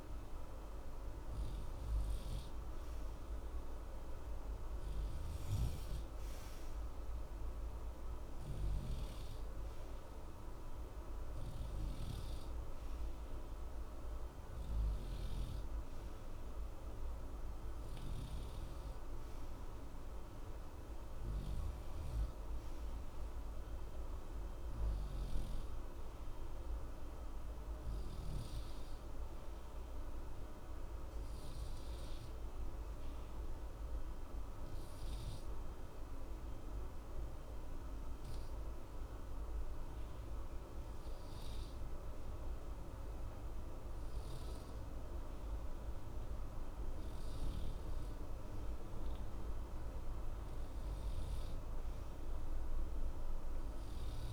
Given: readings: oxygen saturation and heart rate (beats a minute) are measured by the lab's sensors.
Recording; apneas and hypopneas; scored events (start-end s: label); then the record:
breathing in sleep, hard to hear, by a room microphone; 1
0.00-1.50 s: arousal
30.50-45.00 s: hypopnea (oxygen 94% before, 91% lowest, heart rate 60 before, 60 extreme, up 0 after)
47.50-51.50 s: arousal
From the record:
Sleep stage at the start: N2 (light sleep); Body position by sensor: on the right side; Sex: male